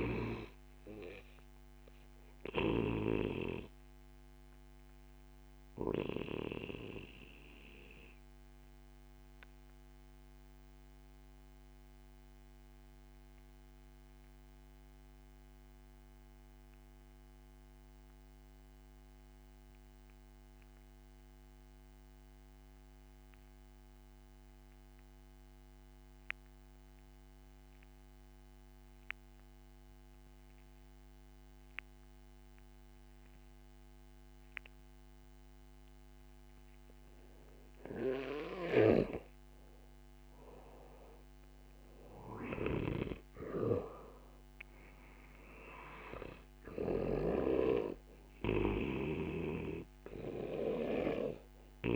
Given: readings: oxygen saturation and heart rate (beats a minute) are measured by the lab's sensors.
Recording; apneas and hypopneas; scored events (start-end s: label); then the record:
breathing in sleep by a microphone on the trachea; 1
6.00-38.00 s: obstructive apnea (oxygen 97% before, 90% lowest)
37.00-51.96 s: oxygen desaturation (device-marked, oxygen 98% before, 90% lowest)
40.50-44.50 s: arousal
42.00-51.96 s: snoring (device-marked)
From the record:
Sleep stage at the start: N2 (light sleep); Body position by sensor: on the back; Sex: male